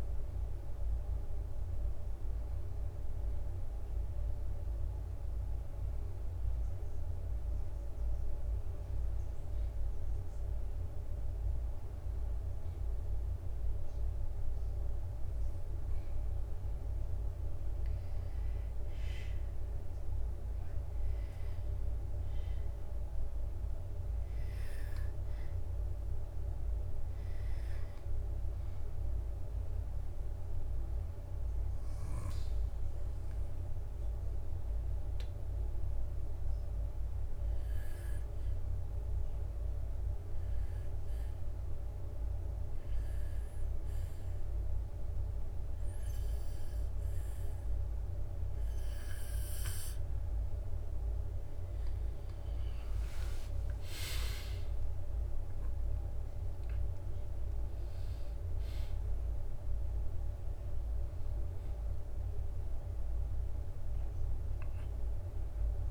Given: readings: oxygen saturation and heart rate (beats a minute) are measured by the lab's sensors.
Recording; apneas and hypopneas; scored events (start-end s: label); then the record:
breathing in sleep, hard to hear, by a room microphone; 2
0.00-49.50 s: bradycardia (device-marked, heart rate 54 extreme)
17.00-27.00 s: obstructive apnea (oxygen 95% before, 94% lowest, heart rate 57 before, 55 extreme, up 3 after)
28.50-31.50 s: arousal
33.50-51.00 s: obstructive apnea (oxygen 96% before, 94% lowest, heart rate 57 before, 55 extreme, up 13 after)
52.50-65.91 s: drop in pulse transit time (device-marked, heart rate 57 before, 58 extreme)
53.00-55.00 s: long interval between heartbeats (device-marked, heart rate 57 before, 66 extreme)
53.00-59.00 s: arousal
56.50-58.50 s: bradycardia (device-marked, heart rate 65 before, 67 extreme)
From the record:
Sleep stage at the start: N2 (light sleep); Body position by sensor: on the back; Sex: male